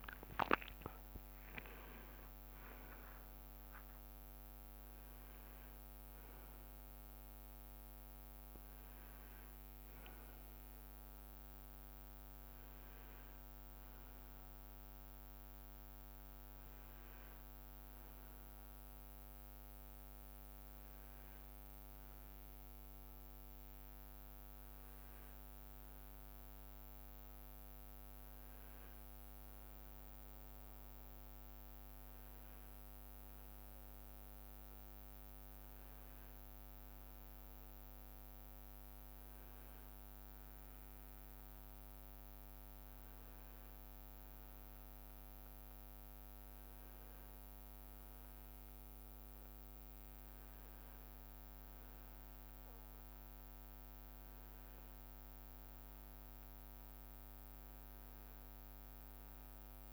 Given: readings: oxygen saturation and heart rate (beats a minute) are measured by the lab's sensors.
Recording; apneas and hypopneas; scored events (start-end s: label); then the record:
a person awake in a sleep study, hard to hear, by a microphone on the trachea; none
0.00-4.00 s: leg movement (device-marked)
From the record:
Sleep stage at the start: awake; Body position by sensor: on the right side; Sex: male